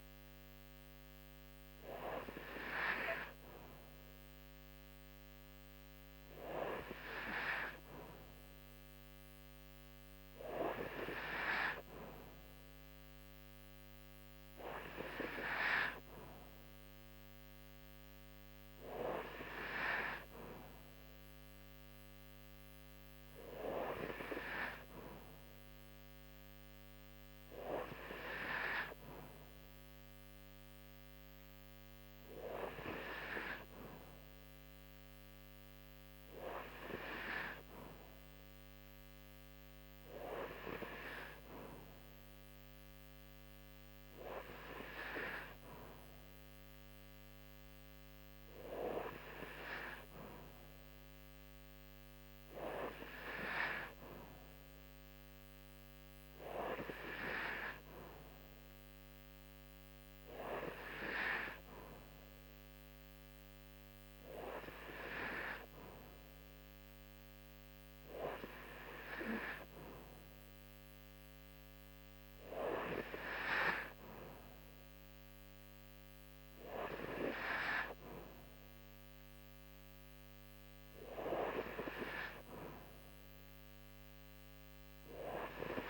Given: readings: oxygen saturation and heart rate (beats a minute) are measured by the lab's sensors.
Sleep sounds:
breathing in sleep by a microphone on the trachea; none
none scored
From the record:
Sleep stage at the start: N2 (light sleep); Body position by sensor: on the right side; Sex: female

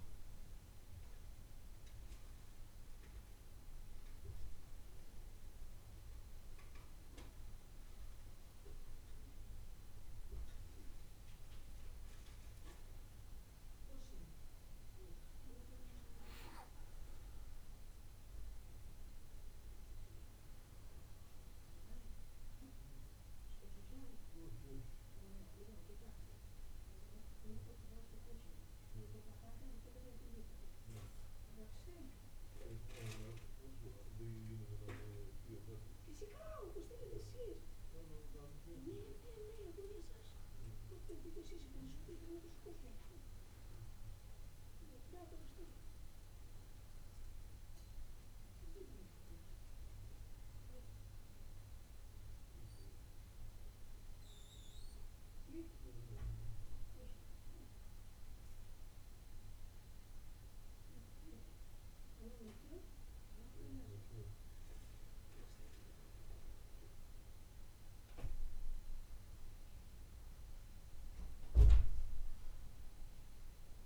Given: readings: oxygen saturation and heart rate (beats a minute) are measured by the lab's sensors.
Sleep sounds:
breathing in sleep by a room microphone; 1
18.50-22.50 s: arousal
25.50-37.50 s: hypopnea (oxygen 95% before, 93% lowest, heart rate 70 before, 65 extreme, up 4 after)
39.50-43.50 s: arousal
From the record:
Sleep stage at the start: N2 (light sleep); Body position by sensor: on the back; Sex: male

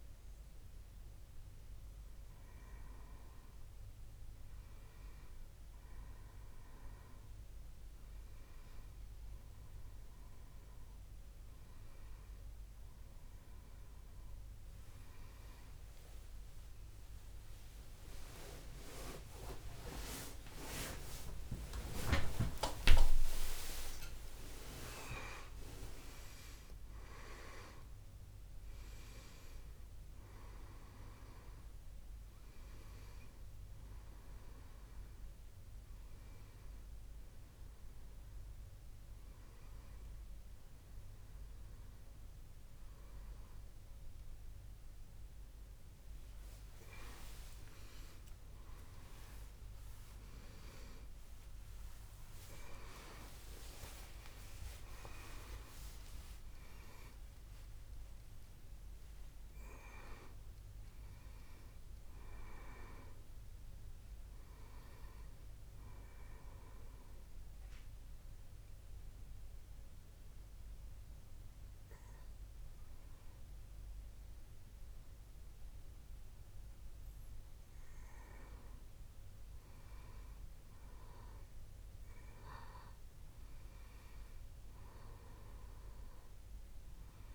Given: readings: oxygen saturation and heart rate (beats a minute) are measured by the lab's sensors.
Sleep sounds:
a person awake in a sleep study, by a room microphone; 1
19.50-26.50 s: tachycardia (device-marked, heart rate 72 before, 119 extreme)
22.00-24.00 s: long interval between heartbeats (device-marked, heart rate 76 before, 89 extreme)
26.00-28.00 s: long interval between heartbeats (device-marked, heart rate 81 before, 119 extreme)
63.50-87.35 s: new sleep stage, N1 (lightest sleep)
69.00-79.50 s: hypopnea (oxygen 98% before, 96% lowest, heart rate 77 before, 71 extreme, up 3 after)
83.00-86.50 s: arousal
From the record:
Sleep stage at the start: awake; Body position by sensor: on the back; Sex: male

